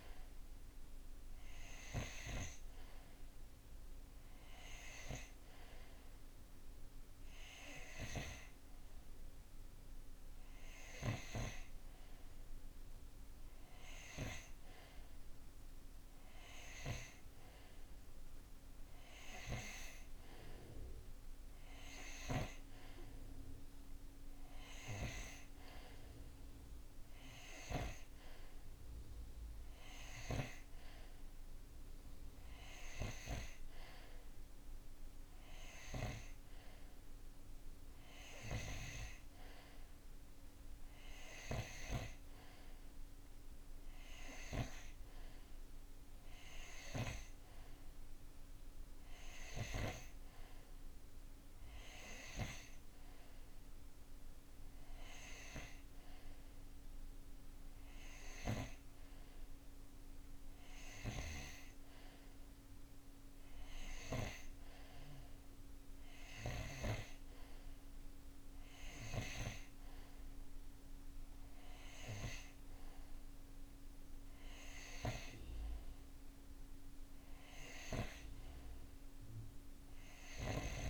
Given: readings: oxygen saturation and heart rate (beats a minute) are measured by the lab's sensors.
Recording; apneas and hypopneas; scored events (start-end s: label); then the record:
breathing in sleep by a room microphone; none
60.50-66.50 s: snoring (device-marked)
From the record:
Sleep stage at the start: N2 (light sleep); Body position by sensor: on the right side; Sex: male